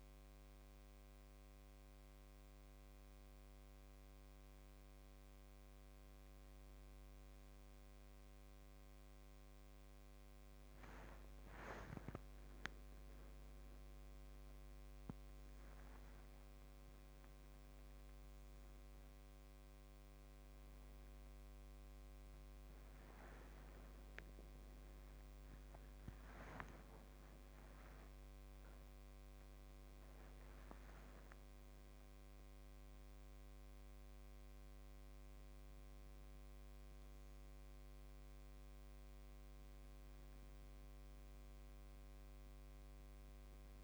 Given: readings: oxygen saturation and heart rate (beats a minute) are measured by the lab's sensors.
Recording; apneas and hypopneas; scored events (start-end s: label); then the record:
a person awake in a sleep study, by a microphone on the trachea; none
none scored
From the record:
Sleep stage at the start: awake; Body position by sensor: upright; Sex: male